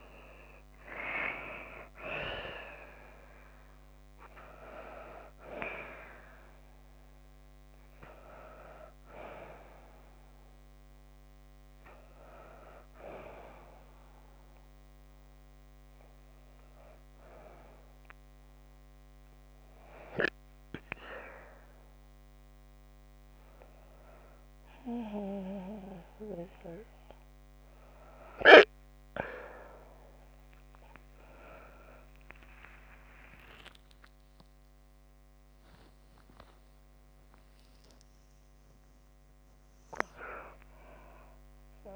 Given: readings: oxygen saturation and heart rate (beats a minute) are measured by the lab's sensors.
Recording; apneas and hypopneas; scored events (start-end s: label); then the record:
a person partly awake in a sleep study, by a microphone on the trachea; none
30.50-41.96 s: new sleep stage, awake
From the record:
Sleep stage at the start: N2 (light sleep); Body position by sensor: on the back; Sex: female